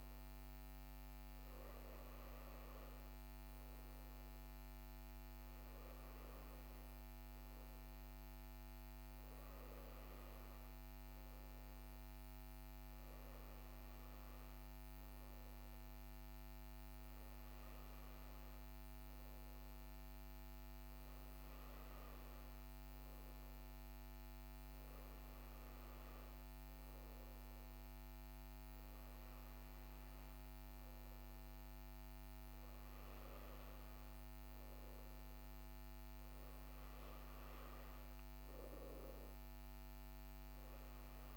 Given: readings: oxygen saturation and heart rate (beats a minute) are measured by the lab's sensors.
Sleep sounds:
breathing in sleep, hard to hear, by a microphone on the trachea; none
none scored
From the record:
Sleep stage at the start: N1 (lightest sleep); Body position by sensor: on the right side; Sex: male

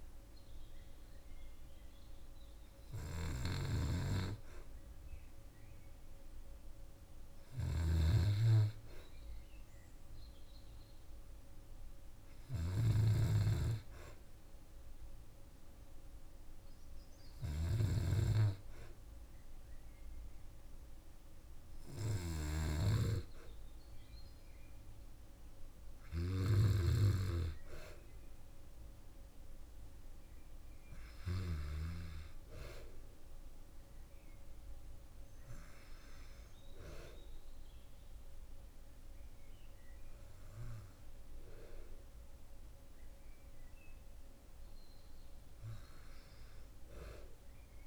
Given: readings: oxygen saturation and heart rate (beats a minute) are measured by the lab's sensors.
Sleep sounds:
breathing in sleep by a room microphone; none
7.00-17.50 s: snoring (device-marked)
From the record:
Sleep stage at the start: N2 (light sleep); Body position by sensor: on the back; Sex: female

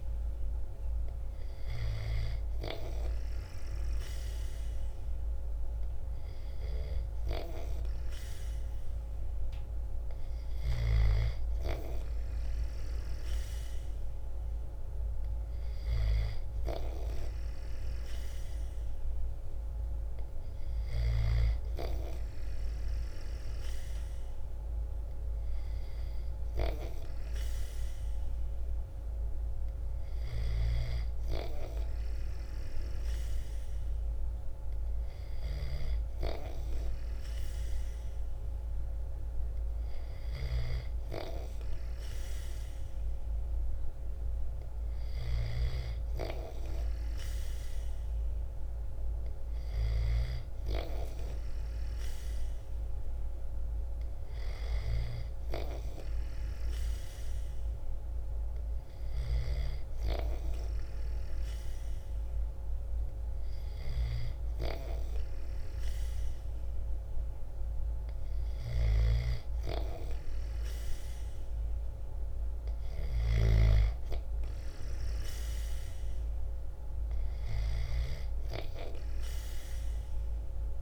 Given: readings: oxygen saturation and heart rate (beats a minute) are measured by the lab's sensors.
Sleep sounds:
breathing in sleep by a room microphone; none
29.50-49.50 s: snoring (device-marked)
58.50-77.50 s: snoring (device-marked)
From the record:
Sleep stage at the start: N2 (light sleep); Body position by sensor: on the back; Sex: male

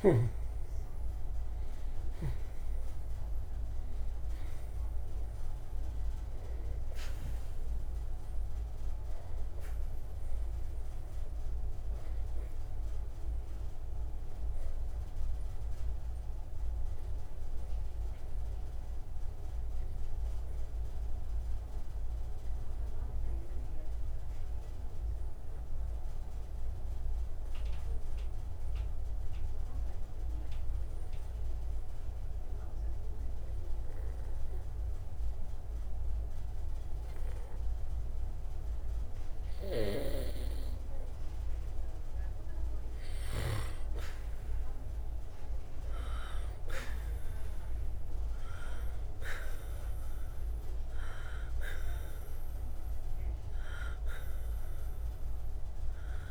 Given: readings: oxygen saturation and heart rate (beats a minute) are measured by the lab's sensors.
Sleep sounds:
breathing in sleep by a room microphone; 1
3.50-34.50 s: oxygen desaturation (device-marked, oxygen 97% before, 86% lowest)
14.50-40.50 s: obstructive apnea (oxygen 98% before, 86% lowest)
44.50-48.50 s: arousal
49.50-56.31 s: oxygen desaturation (device-marked, oxygen 97% before, 86% lowest)
From the record:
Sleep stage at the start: N2 (light sleep); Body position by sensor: on the right side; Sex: male

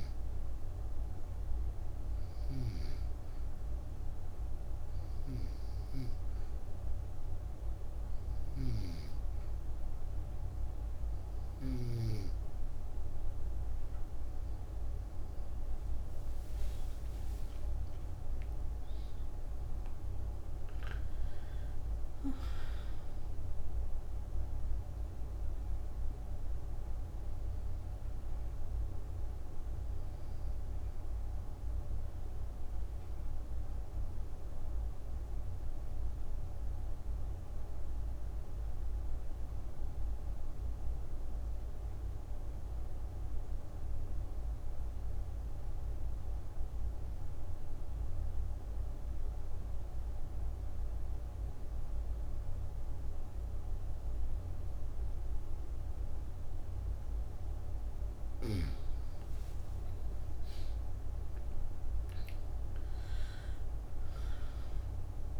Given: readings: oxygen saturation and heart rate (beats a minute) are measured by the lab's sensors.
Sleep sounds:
breathing in sleep, hard to hear, by a room microphone; 2
0.00-14.00 s: oxygen desaturation (device-marked, oxygen 95% before, 91% lowest)
1.50-15.50 s: hypopnea (oxygen 95% before, 85% lowest)
16.50-20.50 s: arousal
33.50-57.00 s: obstructive apnea (oxygen 92% before, 82% lowest)
56.00-65.40 s: oxygen desaturation (device-marked, oxygen 98% before, 82% lowest)
59.00-64.50 s: arousal
From the record:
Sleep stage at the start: N2 (light sleep); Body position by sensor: on the back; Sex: female

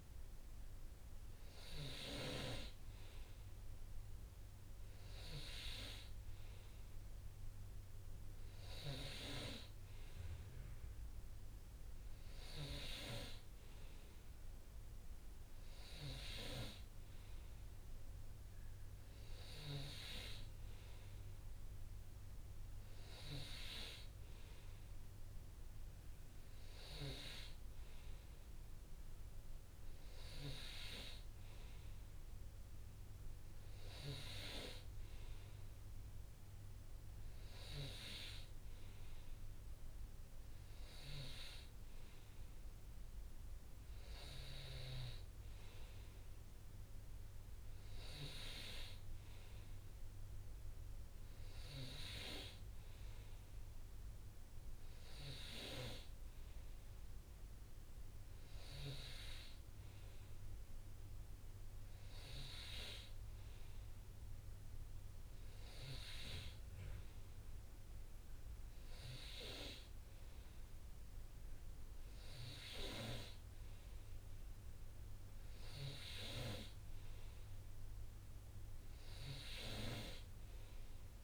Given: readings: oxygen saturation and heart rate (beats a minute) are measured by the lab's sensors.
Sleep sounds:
breathing in sleep by a room microphone; none
none scored
From the record:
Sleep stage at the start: N2 (light sleep); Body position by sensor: on the right side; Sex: male

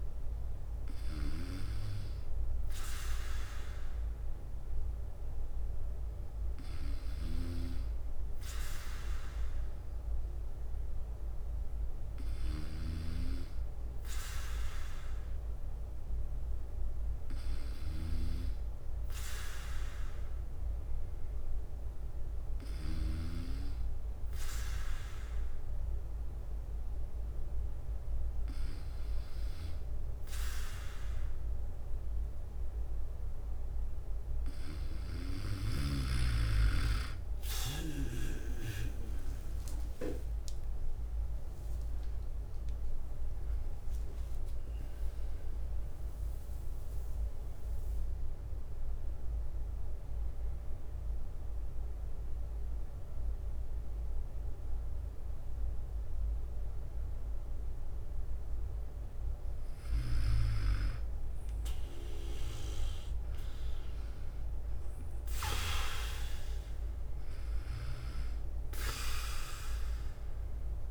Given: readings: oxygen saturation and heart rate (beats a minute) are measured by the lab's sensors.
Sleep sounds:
breathing in sleep by a room microphone; 1
0.00-15.00 s: bradycardia (device-marked, heart rate 57 extreme)
16.00-34.00 s: bradycardia (device-marked, heart rate 58 before, 58 extreme)
38.00-48.00 s: leg movement (device-marked)
39.00-42.00 s: arousal
42.00-56.00 s: drop in pulse transit time (device-marked, heart rate 59 before, 57 extreme)
45.50-59.00 s: central apnea (oxygen 95% before, 92% lowest, heart rate 60 before, 53 extreme, up 7 after)
50.00-62.00 s: bradycardia (device-marked, heart rate 58 before, 56 extreme)
62.50-66.00 s: arousal
69.00-70.91 s: oxygen desaturation (device-marked, oxygen 97% before, 92% lowest, heart rate 60 before, 52 extreme)
From the record:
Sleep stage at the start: N2 (light sleep); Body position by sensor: on the back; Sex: male

